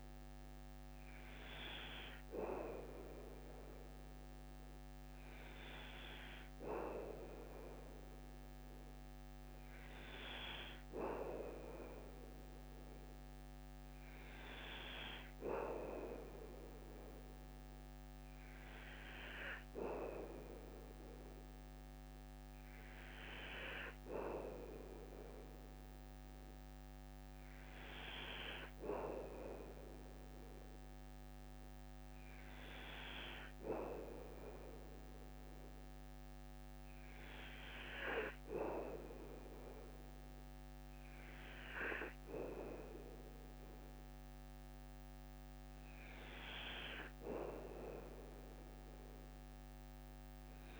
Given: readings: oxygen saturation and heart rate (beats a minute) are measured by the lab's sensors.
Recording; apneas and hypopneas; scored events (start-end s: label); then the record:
breathing in sleep by a microphone on the trachea; none
none scored
From the record:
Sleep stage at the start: N2 (light sleep); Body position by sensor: on the back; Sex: male